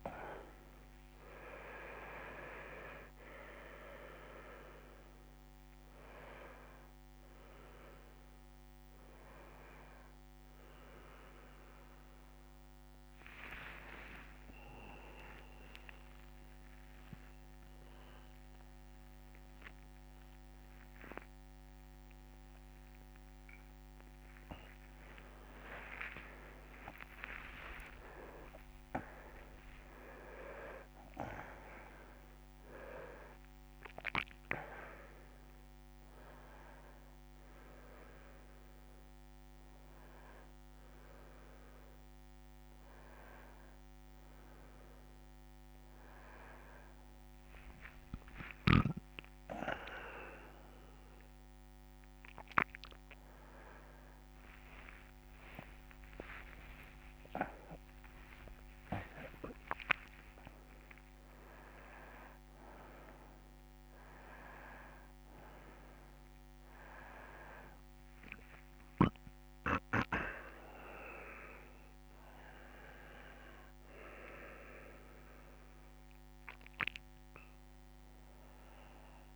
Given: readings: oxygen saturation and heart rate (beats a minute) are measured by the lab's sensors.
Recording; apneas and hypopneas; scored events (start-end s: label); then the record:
a person awake in a sleep study, by a microphone on the trachea; none
0.00-1.00 s: long interval between heartbeats (device-marked, heart rate 156 extreme)
1.00-3.00 s: long interval between heartbeats (device-marked, heart rate 162 before, 148 extreme)
15.50-17.50 s: long interval between heartbeats (device-marked, heart rate 117 before, 121 extreme)
18.00-20.00 s: long interval between heartbeats (device-marked, heart rate 112 before, 116 extreme)
20.00-22.00 s: long interval between heartbeats (device-marked, heart rate 106 before, 98 extreme)
24.00-26.00 s: long interval between heartbeats (device-marked, heart rate 96 before, 39 extreme)
27.00-29.00 s: long interval between heartbeats (device-marked, heart rate 83 before, 80 extreme)
30.50-32.50 s: long interval between heartbeats (device-marked, heart rate 80 before, 146 extreme)
31.50-46.50 s: oxygen desaturation (device-marked, oxygen 97% before, 92% lowest, heart rate 87 before, 70 extreme)
33.50-35.50 s: long interval between heartbeats (device-marked, heart rate 99 before, 155 extreme)
36.00-38.00 s: long interval between heartbeats (device-marked, heart rate 110 before, 126 extreme)
49.00-51.00 s: long interval between heartbeats (device-marked, heart rate 107 before, 96 extreme)
54.50-56.50 s: long interval between heartbeats (device-marked, heart rate 94 before, 99 extreme)
58.50-60.50 s: long interval between heartbeats (device-marked, heart rate 88 before, 133 extreme)
60.50-62.50 s: long interval between heartbeats (device-marked, heart rate 94 before, 127 extreme)
70.00-72.00 s: long interval between heartbeats (device-marked, heart rate 106 before, 88 extreme)
75.50-77.50 s: long interval between heartbeats (device-marked, heart rate 100 before, 66 extreme)
From the record:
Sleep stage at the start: awake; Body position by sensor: on the back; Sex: male